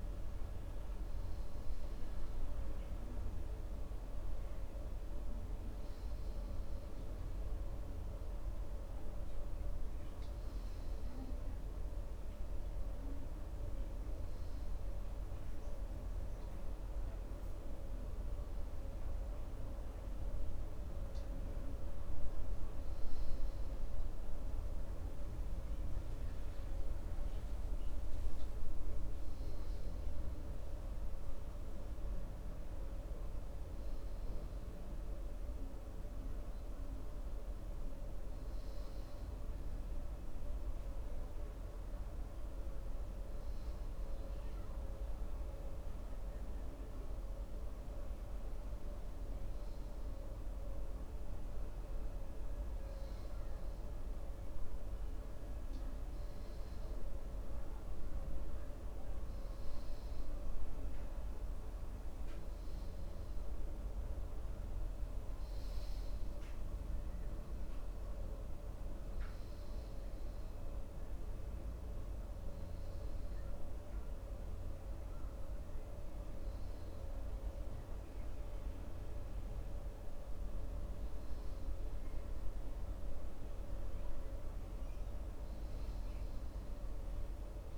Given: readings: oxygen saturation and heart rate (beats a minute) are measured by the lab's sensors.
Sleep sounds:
breathing in sleep, hard to hear, by a room microphone; none
none scored
From the record:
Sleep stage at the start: N2 (light sleep); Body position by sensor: on the right side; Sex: male

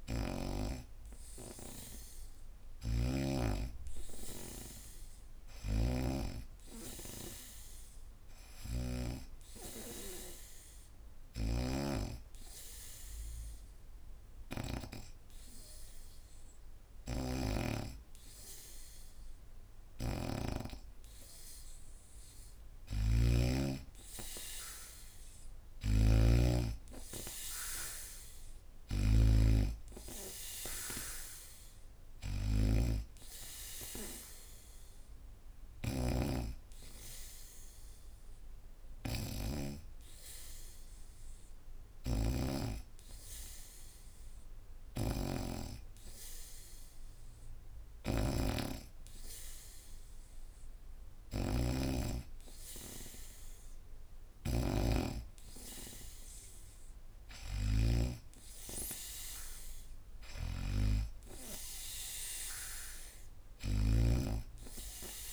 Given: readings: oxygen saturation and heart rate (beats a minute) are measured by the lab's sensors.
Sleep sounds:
breathing in sleep by a room microphone; 1
0.00-2.50 s: oxygen desaturation (device-marked, oxygen 91% lowest, heart rate 73 extreme)
0.00-3.00 s: snoring (device-marked)
3.00-6.00 s: arousal
5.00-65.33 s: snoring (device-marked)
10.00-22.00 s: obstructive apnea (oxygen 94% before, 90% lowest, heart rate 75 before, 75 extreme, up 2 after)
24.00-27.00 s: arousal
30.50-49.50 s: oxygen desaturation (device-marked, oxygen 94% before, 90% lowest, heart rate 75 before, 73 extreme)
58.50-65.33 s: oxygen desaturation (device-marked, oxygen 96% before, 90% lowest, heart rate 75 before, 75 extreme)
From the record:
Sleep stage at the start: N2 (light sleep); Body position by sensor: on the back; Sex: female

